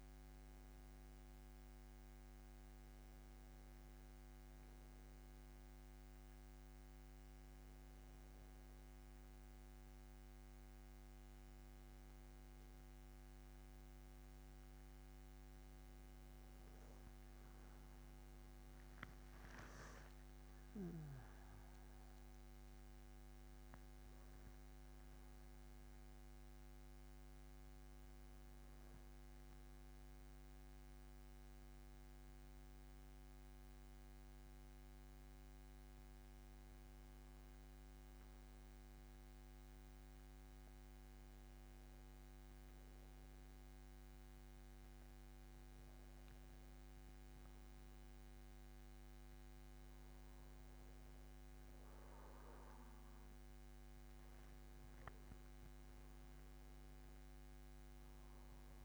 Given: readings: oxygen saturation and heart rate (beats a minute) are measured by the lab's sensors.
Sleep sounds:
breathing in sleep, hard to hear, by a microphone on the trachea; none
none scored
From the record:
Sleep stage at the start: N2 (light sleep); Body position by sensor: on the back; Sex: male

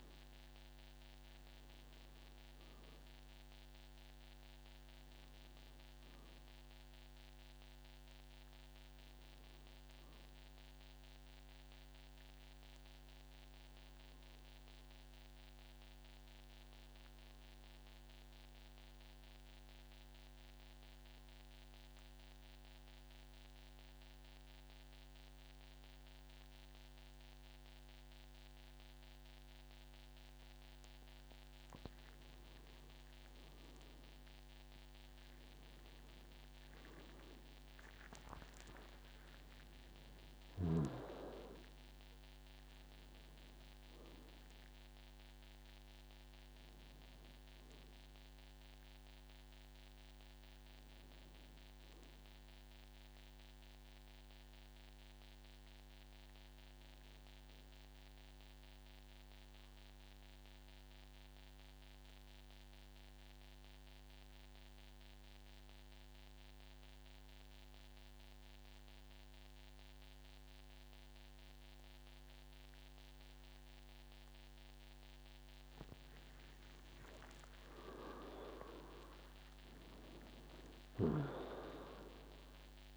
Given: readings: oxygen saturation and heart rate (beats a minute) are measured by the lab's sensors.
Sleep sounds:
breathing in sleep by a microphone on the trachea; 2
0.00-20.50 s: oxygen desaturation (device-marked, oxygen 92% lowest, heart rate 50 extreme)
12.00-31.50 s: mixed apnea (oxygen 99% before, 92% lowest, heart rate 63 before, 50 extreme, up 25 after)
32.00-37.00 s: arousal
36.50-61.50 s: oxygen desaturation (device-marked, oxygen 98% before, 92% lowest, heart rate 54 before, 49 extreme)
39.00-41.00 s: long interval between heartbeats (device-marked, heart rate 55 before, 77 extreme)
58.50-75.50 s: mixed apnea (oxygen 98% before, 92% lowest, heart rate 66 before, 49 extreme, up 39 after)
77.50-79.50 s: long interval between heartbeats (device-marked, heart rate 53 before, 78 extreme)
77.50-82.97 s: oxygen desaturation (device-marked, oxygen 99% before, 92% lowest, heart rate 53 before, 51 extreme)
From the record:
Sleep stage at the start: N2 (light sleep); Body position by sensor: on the back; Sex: male

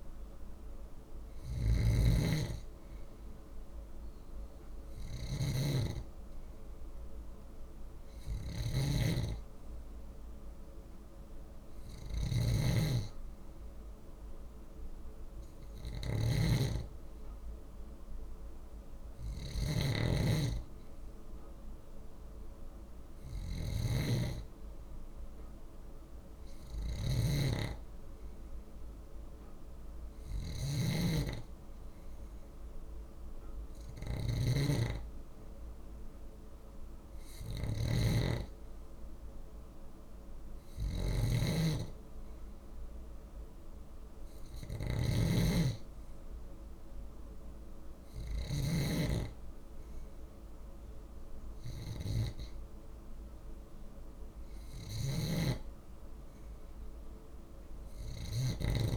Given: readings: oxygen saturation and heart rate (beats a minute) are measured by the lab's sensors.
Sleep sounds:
breathing in sleep by a room microphone; none
0.00-58.96 s: snoring (device-marked)
From the record:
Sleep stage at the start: N2 (light sleep); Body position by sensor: on the left side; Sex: male

